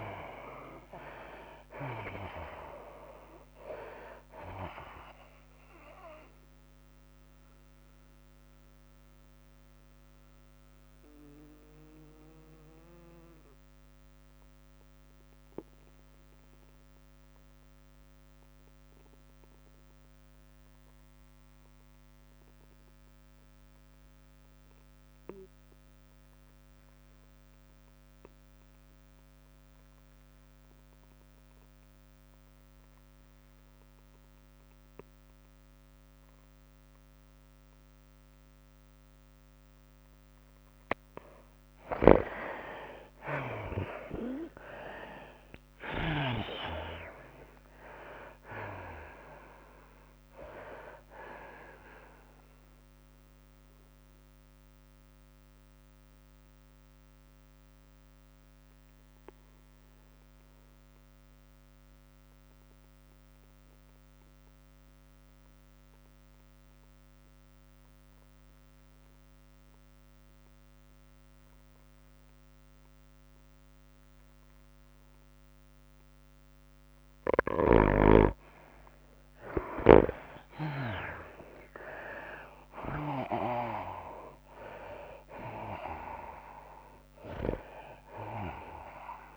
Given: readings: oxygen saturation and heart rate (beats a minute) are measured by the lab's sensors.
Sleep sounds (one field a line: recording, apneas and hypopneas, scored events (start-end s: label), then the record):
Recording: breathing in sleep by a microphone on the trachea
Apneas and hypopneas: 2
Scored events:
0.00-15.00 s: drop in pulse transit time (device-marked, heart rate 71 before, 95 extreme)
0.00-18.00 s: oxygen desaturation (device-marked, oxygen 65% lowest, heart rate 62 extreme)
0.00-19.00 s: tachycardia (device-marked, heart rate 110 extreme)
6.50-42.00 s: mixed apnea (oxygen 86% before, 65% lowest, heart rate 81 before, 84 extreme, up 21 after)
24.00-64.00 s: oxygen desaturation (device-marked, oxygen 99% before, 70% lowest, heart rate 105 before, 84 extreme)
42.50-47.00 s: snoring (device-marked)
43.50-47.50 s: arousal
45.00-66.00 s: tachycardia (device-marked, heart rate 98 before, 110 extreme)
48.00-61.00 s: drop in pulse transit time (device-marked, heart rate 94 before, 103 extreme)
53.50-77.50 s: obstructive apnea (oxygen 98% before, 70% lowest, heart rate 96 before, 98 extreme, up 7 after)
66.00-89.37 s: oxygen desaturation (device-marked, oxygen 100% before, 77% lowest, heart rate 106 before, 93 extreme)
79.00-89.37 s: tachycardia (device-marked, heart rate 98 before, 118 extreme)
80.50-83.00 s: arousal
80.50-84.00 s: snoring (device-marked)
87.50-89.37 s: long interval between heartbeats (device-marked, heart rate 100 before, 117 extreme)
From the record:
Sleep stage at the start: N2 (light sleep)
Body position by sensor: on the right side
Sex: female